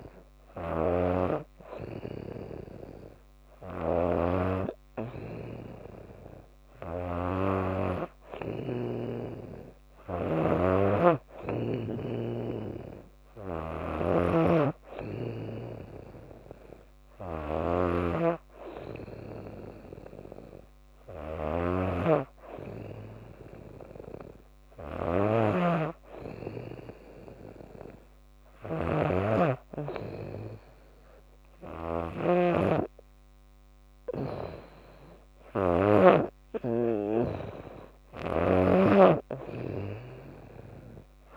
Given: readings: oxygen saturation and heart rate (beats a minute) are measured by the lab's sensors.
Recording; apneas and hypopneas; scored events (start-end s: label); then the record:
breathing in sleep by a microphone on the trachea; none
0.00-31.50 s: snoring (device-marked)
From the record:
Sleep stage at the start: N2 (light sleep); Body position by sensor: on the back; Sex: female